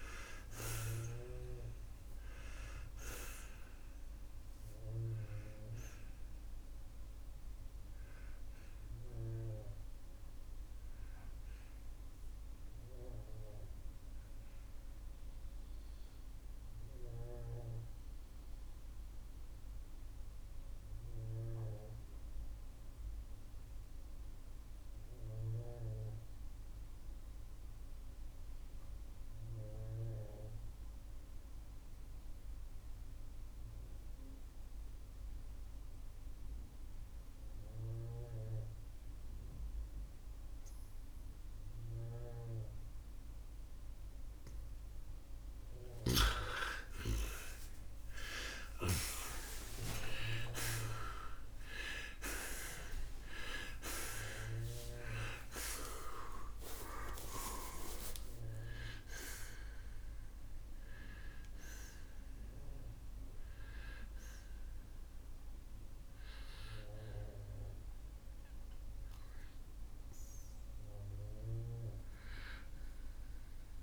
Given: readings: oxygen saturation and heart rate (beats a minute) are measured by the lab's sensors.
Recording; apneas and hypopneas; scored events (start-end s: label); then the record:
breathing in sleep by a room microphone; 1
0.00-11.50 s: oxygen desaturation (device-marked, oxygen 92% lowest, heart rate 62 extreme)
15.00-46.00 s: obstructive apnea (oxygen 95% before, 84% lowest, heart rate 90 before, 57 extreme, up 52 after)
17.50-35.50 s: oxygen desaturation (device-marked, oxygen 93% before, 86% lowest, heart rate 87 before, 57 extreme)
45.50-49.00 s: snoring (device-marked)
49.00-55.00 s: arousal
From the record:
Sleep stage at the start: N2 (light sleep); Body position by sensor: on the right side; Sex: male